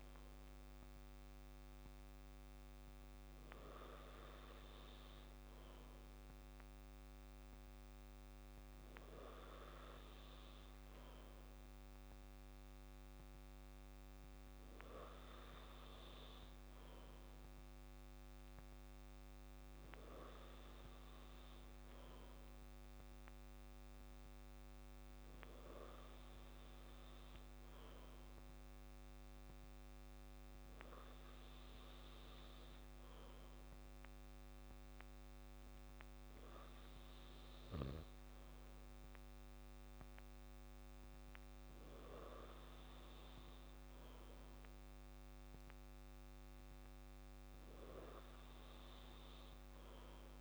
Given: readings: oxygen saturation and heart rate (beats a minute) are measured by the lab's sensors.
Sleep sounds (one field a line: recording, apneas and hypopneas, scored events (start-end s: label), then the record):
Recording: breathing in sleep, hard to hear, by a microphone on the trachea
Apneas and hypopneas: none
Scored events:
none scored
From the record:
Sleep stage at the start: N2 (light sleep)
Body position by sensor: on the back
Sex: male